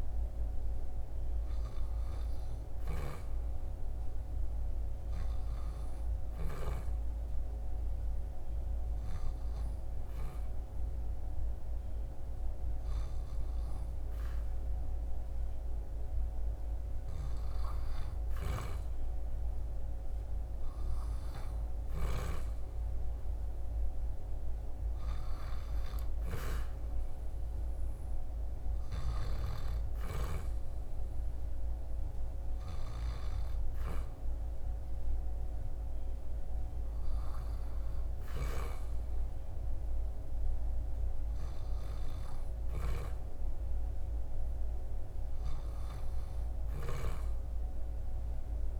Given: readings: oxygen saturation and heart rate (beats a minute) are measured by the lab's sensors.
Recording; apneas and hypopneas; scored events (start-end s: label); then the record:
breathing in sleep by a room microphone; 1
5.50-16.00 s: hypopnea (oxygen 97% before, 95% lowest, heart rate 77 before, 74 extreme, up 4 after)
21.00-25.00 s: arousal
From the record:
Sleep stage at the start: N2 (light sleep); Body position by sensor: on the back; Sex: male